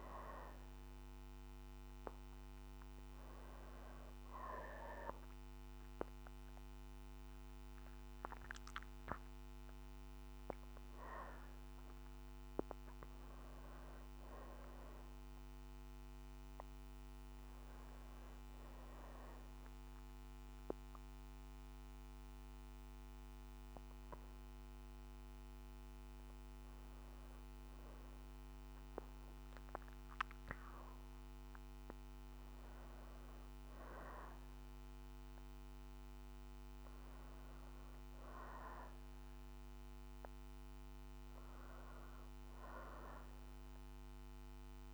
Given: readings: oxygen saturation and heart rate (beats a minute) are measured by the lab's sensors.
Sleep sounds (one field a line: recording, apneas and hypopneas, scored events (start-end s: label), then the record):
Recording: breathing in sleep by a microphone on the trachea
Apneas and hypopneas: none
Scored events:
35.50-44.94 s: oxygen desaturation (device-marked, oxygen 94% before, 91% lowest, heart rate 61 before, 60 extreme)
From the record:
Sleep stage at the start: N2 (light sleep)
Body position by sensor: on the back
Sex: female